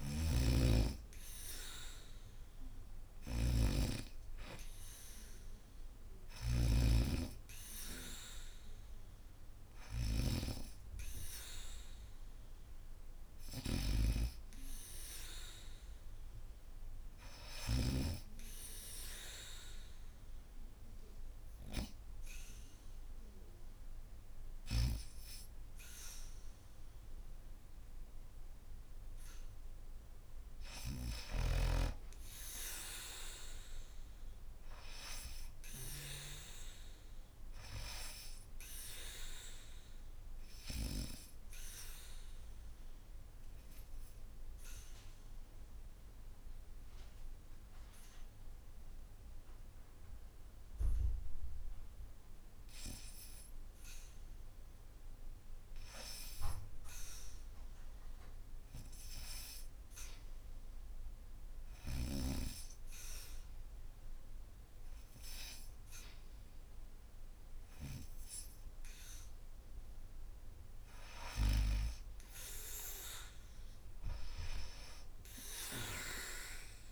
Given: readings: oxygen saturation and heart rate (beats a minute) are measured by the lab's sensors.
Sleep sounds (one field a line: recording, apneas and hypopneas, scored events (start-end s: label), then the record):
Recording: breathing in sleep by a room microphone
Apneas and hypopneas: 2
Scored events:
0.00-6.00 s: snoring (device-marked)
0.00-16.00 s: oxygen desaturation (device-marked, oxygen 87% lowest, heart rate 72 extreme)
13.00-17.50 s: snoring (device-marked)
19.00-30.00 s: hypopnea (oxygen 95% before, 87% lowest, heart rate 79 before, 75 extreme, up 5 after)
32.00-36.00 s: arousal
41.00-53.00 s: obstructive apnea (oxygen 96% before, 87% lowest, heart rate 78 before, 71 extreme)
46.00-76.92 s: new sleep stage, N2 (light sleep)
56.50-61.00 s: arousal
60.00-76.92 s: oxygen desaturation (device-marked, oxygen 98% before, 87% lowest, heart rate 76 before, 72 extreme)
From the record:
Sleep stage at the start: REM sleep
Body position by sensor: on the back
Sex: female